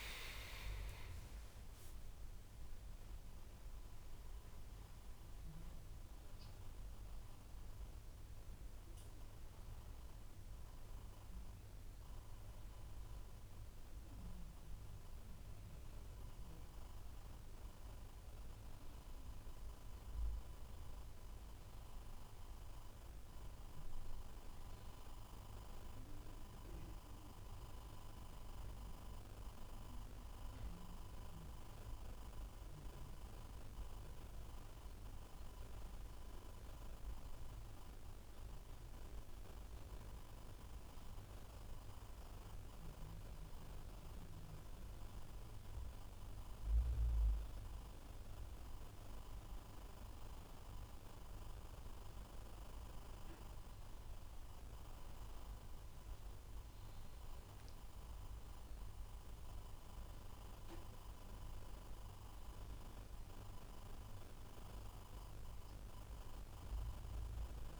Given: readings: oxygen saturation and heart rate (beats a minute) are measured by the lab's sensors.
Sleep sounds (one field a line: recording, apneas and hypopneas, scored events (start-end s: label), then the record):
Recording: breathing in sleep, hard to hear, by a room microphone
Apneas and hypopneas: 1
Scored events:
26.50-38.50 s: hypopnea (oxygen 97% before, 96% lowest, heart rate 81 before, 82 extreme, up 2 after)
41.50-45.00 s: arousal
From the record:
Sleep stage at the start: N2 (light sleep)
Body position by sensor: on the back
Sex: male